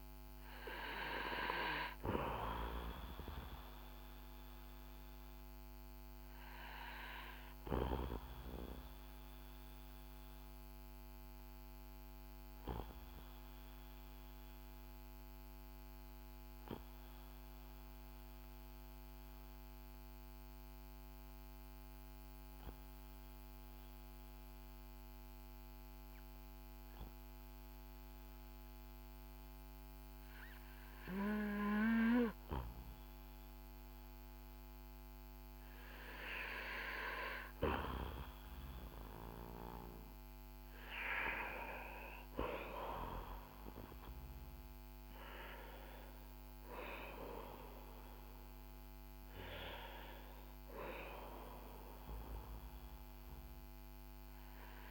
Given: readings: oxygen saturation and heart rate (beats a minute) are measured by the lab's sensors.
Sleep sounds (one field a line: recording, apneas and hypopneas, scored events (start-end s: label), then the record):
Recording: breathing in sleep by a microphone on the trachea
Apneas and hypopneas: 1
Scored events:
4.00-33.50 s: obstructive apnea (oxygen 96% before, 91% lowest, heart rate 57 before, 49 extreme, up 6 after)
9.50-26.50 s: oxygen desaturation (device-marked, oxygen 94% before, 91% lowest, heart rate 56 before, 51 extreme)
42.50-47.50 s: arousal
50.50-54.91 s: oxygen desaturation (device-marked, oxygen 94% before, 91% lowest, heart rate 57 before, 50 extreme)
From the record:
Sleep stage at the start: N2 (light sleep)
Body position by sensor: on the back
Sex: male